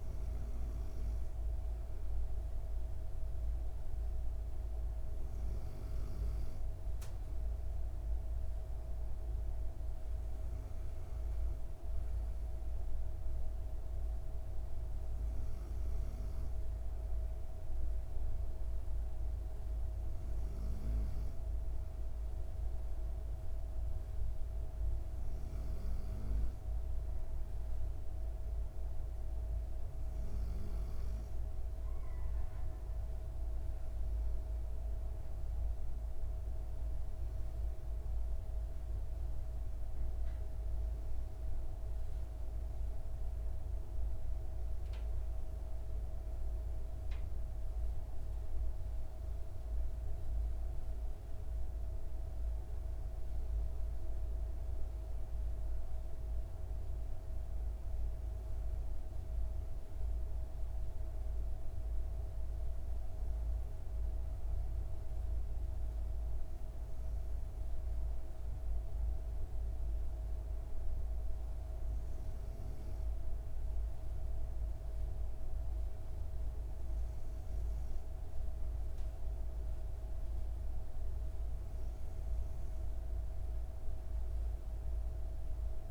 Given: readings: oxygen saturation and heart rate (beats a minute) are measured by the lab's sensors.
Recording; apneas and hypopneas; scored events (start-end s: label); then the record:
breathing in sleep, hard to hear, by a room microphone; none
none scored
From the record:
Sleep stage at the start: N2 (light sleep); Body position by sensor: on the back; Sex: female